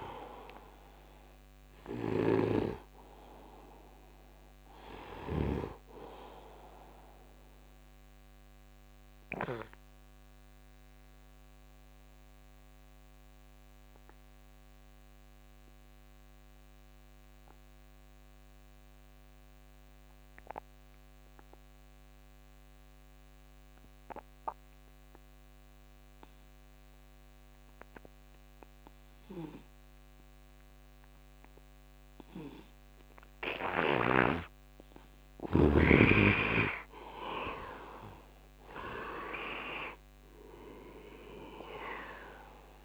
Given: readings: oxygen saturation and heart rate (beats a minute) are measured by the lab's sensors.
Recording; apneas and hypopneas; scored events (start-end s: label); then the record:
breathing in sleep by a microphone on the trachea; 1
0.00-19.50 s: oxygen desaturation (device-marked, oxygen 78% lowest, heart rate 72 extreme)
2.00-5.50 s: snoring (device-marked)
6.50-32.50 s: obstructive apnea (oxygen 99% before, 77% lowest, heart rate 79 before, 72 extreme, up 7 after)
28.50-42.85 s: oxygen desaturation (device-marked, oxygen 99% before, 77% lowest, heart rate 74 before, 74 extreme)
34.00-39.50 s: arousal
From the record:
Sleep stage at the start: N2 (light sleep); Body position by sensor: on the right side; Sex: male